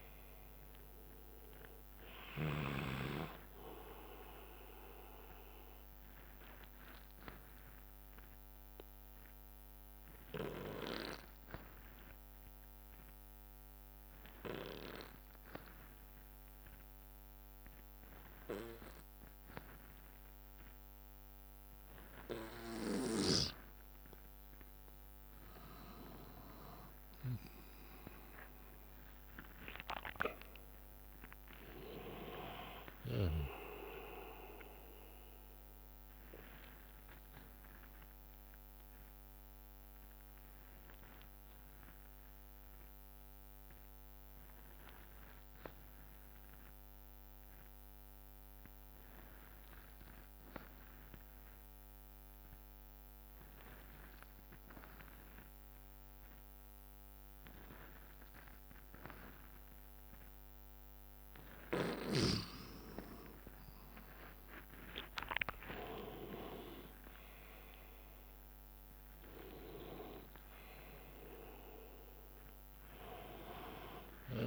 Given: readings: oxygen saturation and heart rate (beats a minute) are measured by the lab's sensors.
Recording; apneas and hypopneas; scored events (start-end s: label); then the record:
breathing in sleep by a microphone on the trachea; 2
0.00-5.00 s: drop in pulse transit time (device-marked, heart rate 65 extreme)
0.00-13.00 s: oxygen desaturation (device-marked, oxygen 89% lowest, heart rate 60 extreme)
6.50-25.00 s: obstructive apnea (oxygen 98% before, 88% lowest, heart rate 66 before, 58 extreme, up 12 after)
26.00-37.00 s: drop in pulse transit time (device-marked, heart rate 63 before, 63 extreme)
26.50-31.00 s: arousal
27.00-43.00 s: oxygen desaturation (device-marked, oxygen 98% before, 92% lowest, heart rate 63 before, 58 extreme)
36.00-38.00 s: bradycardia (device-marked, heart rate 69 before, 64 extreme)
38.00-61.00 s: obstructive apnea (oxygen 98% before, 88% lowest, heart rate 66 before, 57 extreme, up 12 after)
57.00-74.47 s: oxygen desaturation (device-marked, oxygen 99% before, 88% lowest, heart rate 62 before, 57 extreme)
64.50-68.00 s: arousal
From the record:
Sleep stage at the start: N2 (light sleep); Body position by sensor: on the back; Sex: male